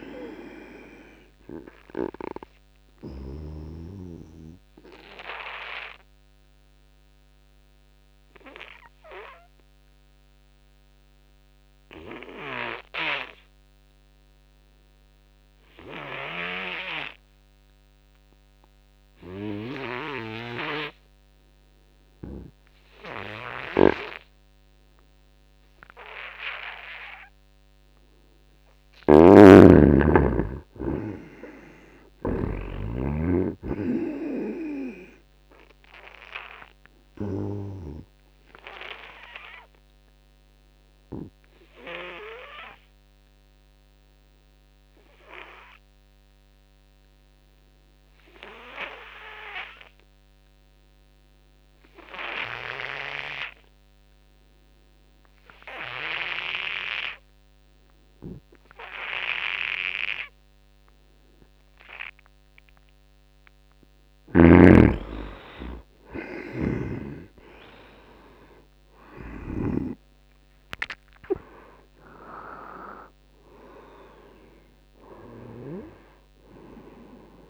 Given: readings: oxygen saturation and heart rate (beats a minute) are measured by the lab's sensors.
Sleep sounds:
breathing in sleep by a microphone on the trachea; 2
0.00-19.50 s: oxygen desaturation (device-marked, oxygen 81% lowest, heart rate 66 extreme)
3.50-28.00 s: obstructive apnea (oxygen 97% before, 80% lowest, heart rate 75 before, 77 extreme, up 3 after)
24.50-52.50 s: oxygen desaturation (device-marked, oxygen 97% before, 82% lowest, heart rate 80 before, 63 extreme)
29.00-32.50 s: snoring (device-marked)
30.00-33.50 s: arousal
39.50-63.00 s: obstructive apnea (oxygen 97% before, 80% lowest, heart rate 79 before, 63 extreme, up 12 after)
64.50-77.49 s: oxygen desaturation (device-marked, oxygen 96% before, 80% lowest, heart rate 78 before, 75 extreme)
65.00-69.00 s: arousal
From the record:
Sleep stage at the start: N2 (light sleep); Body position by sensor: on the back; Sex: male

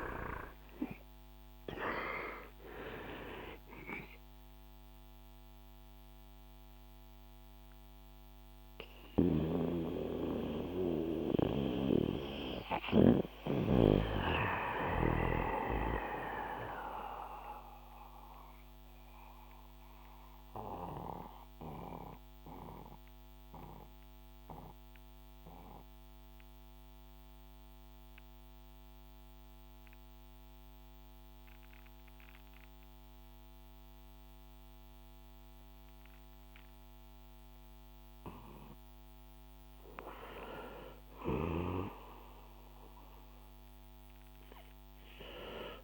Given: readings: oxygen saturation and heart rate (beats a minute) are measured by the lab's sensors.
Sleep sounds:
breathing in sleep by a microphone on the trachea; 1
0.00-1.50 s: arousal
0.00-31.00 s: oxygen desaturation (device-marked, oxygen 77% lowest, heart rate 59 extreme)
9.00-14.00 s: snoring (device-marked)
14.50-38.00 s: mixed apnea (oxygen 93% before, 77% lowest, heart rate 68 before, 62 extreme)
40.00-43.50 s: arousal
From the record:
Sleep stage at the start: N2 (light sleep); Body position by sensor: on the back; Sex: male

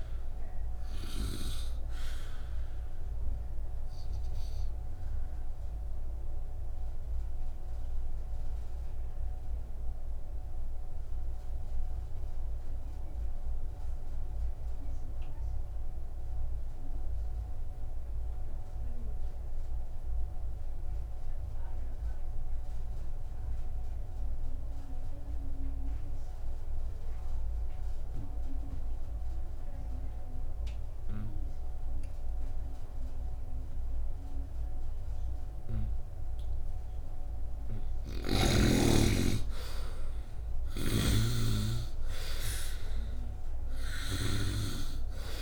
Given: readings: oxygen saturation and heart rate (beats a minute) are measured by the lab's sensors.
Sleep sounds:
breathing in sleep by a room microphone; 1
0.00-21.00 s: oxygen desaturation (device-marked, oxygen 77% lowest, heart rate 56 extreme)
9.00-38.00 s: obstructive apnea (oxygen 99% before, 71% lowest, heart rate 66 before, 56 extreme, up 3 after)
27.00-45.42 s: oxygen desaturation (device-marked, oxygen 98% before, 71% lowest, heart rate 70 before, 56 extreme)
38.00-41.50 s: snoring (device-marked)
40.00-44.50 s: arousal
From the record:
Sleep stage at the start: N2 (light sleep); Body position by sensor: upright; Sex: male

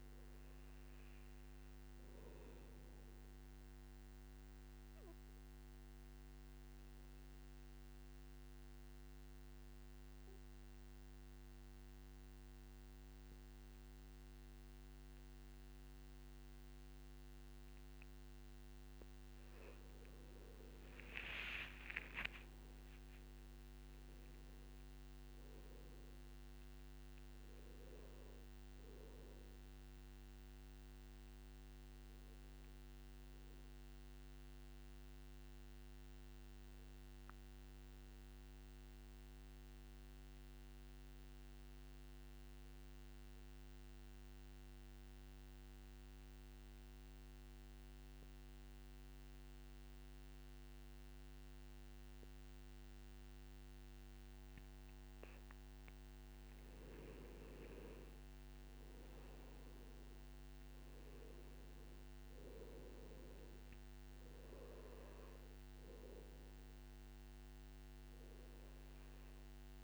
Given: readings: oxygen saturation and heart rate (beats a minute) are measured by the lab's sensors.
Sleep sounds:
breathing in sleep, hard to hear, by a microphone on the trachea; 2
0.00-14.50 s: oxygen desaturation (device-marked, oxygen 91% lowest, heart rate 51 extreme)
3.50-19.00 s: mixed apnea (oxygen 99% before, 89% lowest, heart rate 58 before, 51 extreme, up 38 after)
21.00-25.00 s: arousal
21.50-23.50 s: long interval between heartbeats (device-marked, heart rate 54 before, 77 extreme)
26.50-42.50 s: oxygen desaturation (device-marked, oxygen 98% before, 92% lowest, heart rate 62 before, 51 extreme)
33.50-56.00 s: obstructive apnea (oxygen 98% before, 89% lowest, heart rate 67 before, 53 extreme, up 11 after)
55.50-69.84 s: oxygen desaturation (device-marked, oxygen 99% before, 89% lowest, heart rate 56 before, 51 extreme)
57.50-61.50 s: arousal
From the record:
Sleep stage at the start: N2 (light sleep); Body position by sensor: on the back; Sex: male

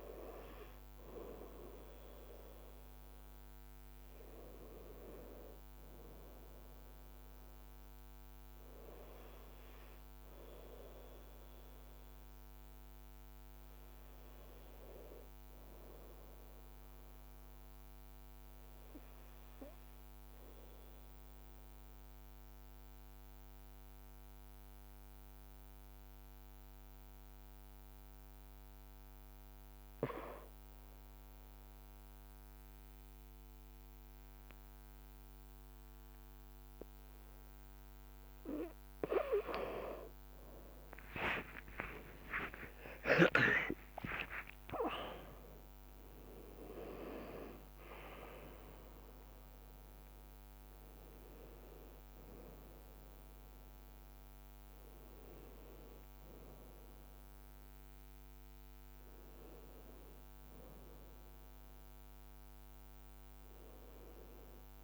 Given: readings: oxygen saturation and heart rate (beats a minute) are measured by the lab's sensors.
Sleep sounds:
breathing in sleep by a microphone on the trachea; 1
21.50-38.00 s: obstructive apnea (oxygen 96% before, 93% lowest, heart rate 56 before, 55 extreme, up 25 after)
34.50-37.50 s: leg movement (device-marked)
40.00-44.00 s: arousal
40.00-47.50 s: leg movement (device-marked)
44.50-46.50 s: long interval between heartbeats (device-marked, heart rate 56 before, 78 extreme)
52.00-57.50 s: leg movement (device-marked)
61.50-64.84 s: new sleep stage, N1 (lightest sleep)
From the record:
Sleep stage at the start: N2 (light sleep); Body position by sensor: on the right side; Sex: male

